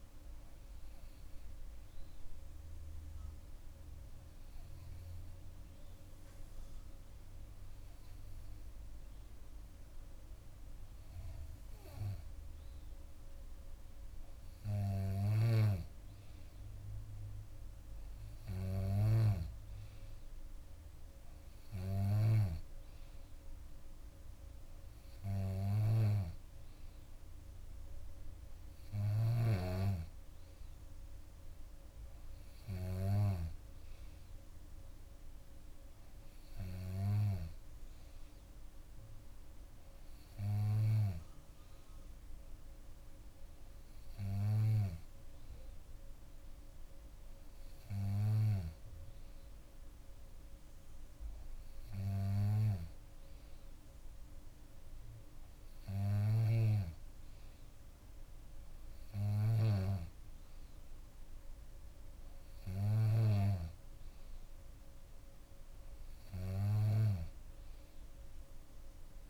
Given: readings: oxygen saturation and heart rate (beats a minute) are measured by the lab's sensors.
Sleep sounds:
breathing in sleep by a room microphone; none
none scored
From the record:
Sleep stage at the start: N2 (light sleep); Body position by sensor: on the back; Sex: female

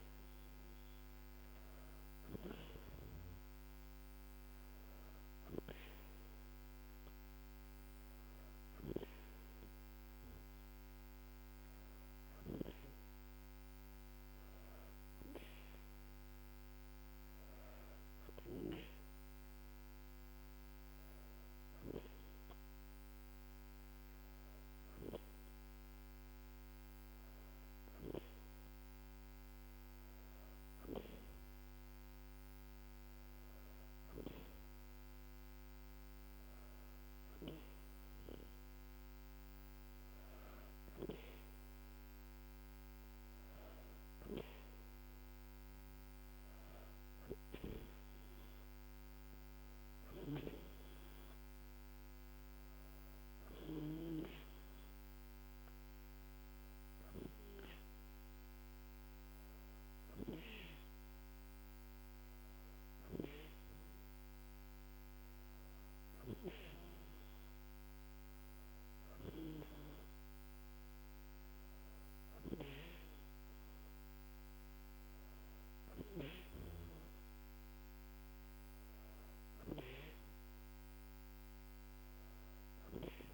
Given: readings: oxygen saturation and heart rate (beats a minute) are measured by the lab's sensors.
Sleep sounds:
breathing in sleep by a microphone on the trachea; none
0.00-7.50 s: oxygen desaturation (device-marked, oxygen 94% lowest, heart rate 74 extreme)
From the record:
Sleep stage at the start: N2 (light sleep); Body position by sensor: on the back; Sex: female

